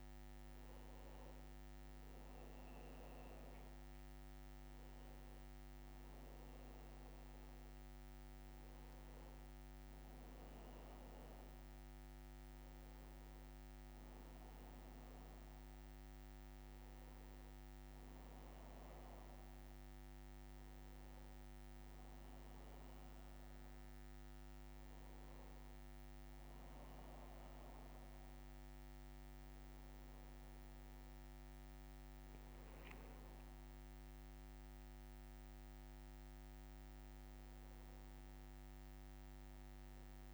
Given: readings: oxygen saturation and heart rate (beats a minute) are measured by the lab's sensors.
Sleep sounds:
a person awake in a sleep study, hard to hear, by a microphone on the trachea; none
none scored
From the record:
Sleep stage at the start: awake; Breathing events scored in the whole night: 319 in 3.9 hours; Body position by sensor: on the back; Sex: male

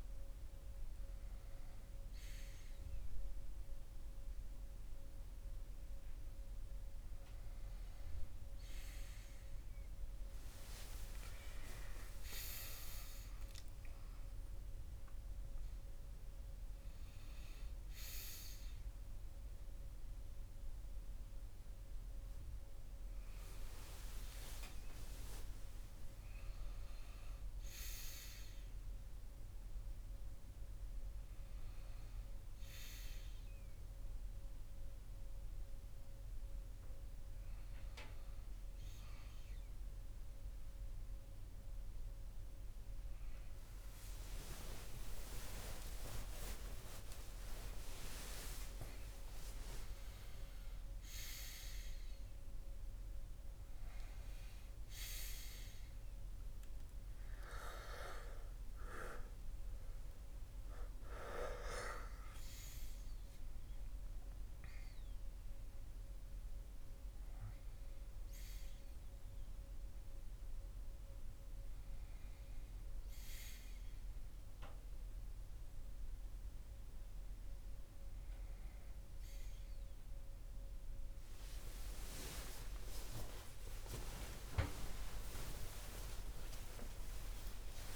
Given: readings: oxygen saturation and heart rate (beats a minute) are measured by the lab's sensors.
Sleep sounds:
a person awake in a sleep study, by a room microphone; none
10.00-14.00 s: arousal
31.00-87.96 s: new sleep stage, awake
From the record:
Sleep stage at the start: N1 (lightest sleep); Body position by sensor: on the back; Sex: male

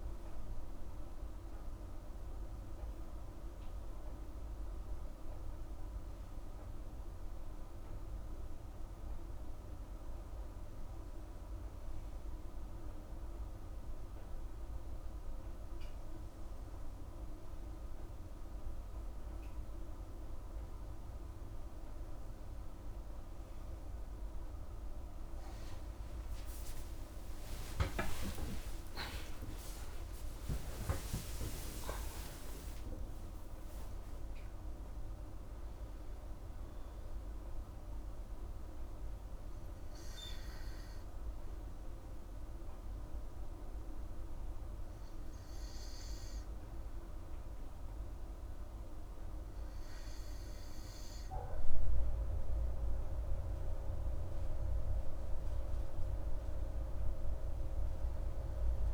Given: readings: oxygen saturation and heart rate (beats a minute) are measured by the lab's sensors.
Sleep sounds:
breathing in sleep, hard to hear, by a room microphone; 1
25.00-29.50 s: arousal
42.00-53.00 s: hypopnea (oxygen 98% before, 95% lowest, heart rate 146 before, 117 extreme, up 30 after)
55.00-58.50 s: arousal
From the record:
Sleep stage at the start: N2 (light sleep); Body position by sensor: on the back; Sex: female

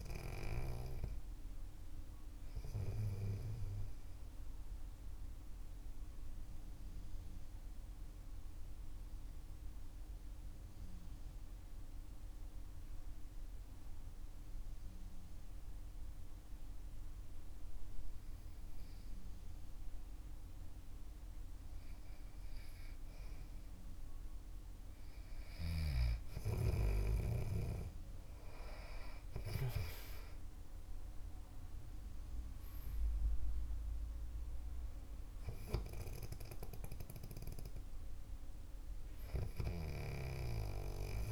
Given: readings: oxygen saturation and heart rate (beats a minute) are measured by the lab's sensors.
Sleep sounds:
breathing in sleep by a room microphone; 1
8.00-20.50 s: central apnea (oxygen 97% before, 90% lowest, heart rate 54 before, 46 extreme, up 11 after)
19.50-29.50 s: oxygen desaturation (device-marked, oxygen 97% before, 93% lowest, heart rate 48 before, 46 extreme)
30.00-34.50 s: arousal
From the record:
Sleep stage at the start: N2 (light sleep); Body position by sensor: on the back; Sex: male

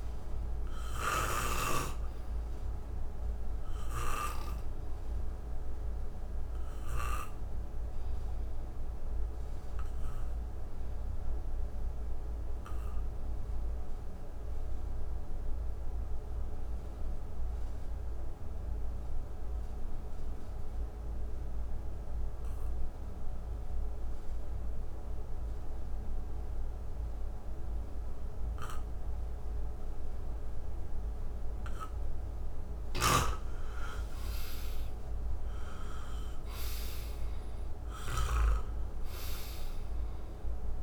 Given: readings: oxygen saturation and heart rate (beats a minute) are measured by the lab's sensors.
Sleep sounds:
breathing in sleep by a room microphone; 1
0.00-16.00 s: oxygen desaturation (device-marked, oxygen 81% lowest, heart rate 59 extreme)
4.00-31.50 s: obstructive apnea (oxygen 98% before, 81% lowest, heart rate 69 before, 59 extreme, up 10 after)
27.00-40.83 s: oxygen desaturation (device-marked, oxygen 98% before, 83% lowest, heart rate 63 before, 64 extreme)
33.00-38.00 s: arousal
33.00-40.83 s: snoring (device-marked)
From the record:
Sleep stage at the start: N2 (light sleep); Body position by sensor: on the back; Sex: male

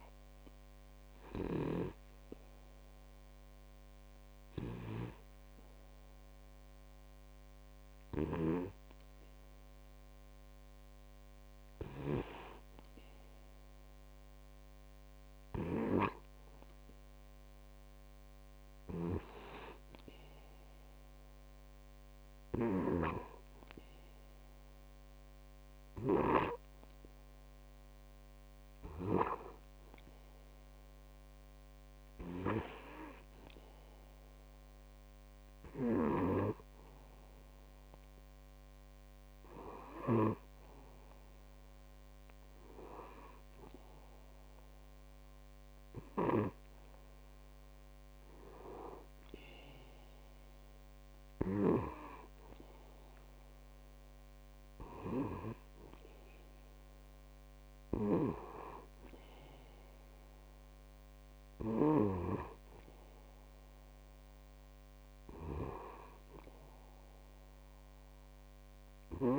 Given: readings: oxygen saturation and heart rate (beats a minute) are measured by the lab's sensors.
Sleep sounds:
breathing in sleep by a microphone on the trachea; 1
0.50-12.50 s: obstructive apnea (oxygen 97% before, 96% lowest, heart rate 61 before, 49 extreme, up 6 after)
15.50-19.00 s: arousal
From the record:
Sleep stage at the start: N2 (light sleep); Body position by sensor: on the back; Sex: male

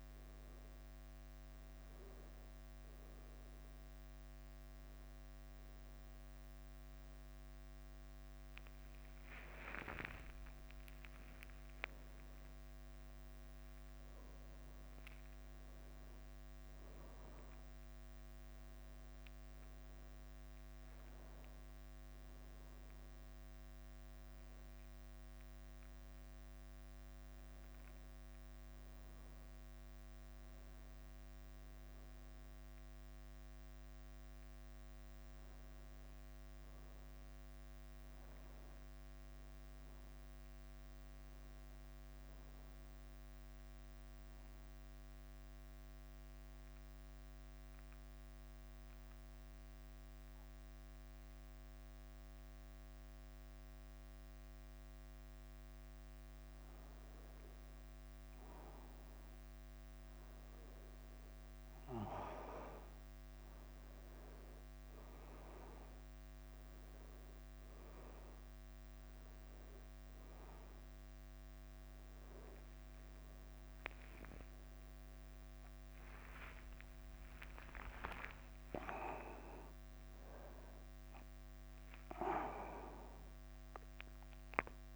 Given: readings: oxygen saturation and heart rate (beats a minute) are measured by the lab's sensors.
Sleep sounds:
breathing in sleep by a microphone on the trachea; 1
0.00-6.00 s: oxygen desaturation (device-marked, oxygen 95% lowest, heart rate 53 extreme)
0.00-81.00 s: bradycardia (device-marked, heart rate 44 extreme)
2.00-84.95 s: new sleep stage, N1 (lightest sleep)
8.50-13.50 s: arousal
39.00-42.50 s: arousal
44.50-55.50 s: central apnea (oxygen 99% before, 93% lowest, heart rate 56 before, 50 extreme, up 3 after)
68.00-84.95 s: oxygen desaturation (device-marked, oxygen 99% before, 93% lowest, heart rate 52 before, 46 extreme)
74.00-79.50 s: arousal
From the record:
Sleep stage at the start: N2 (light sleep); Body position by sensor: on the back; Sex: male

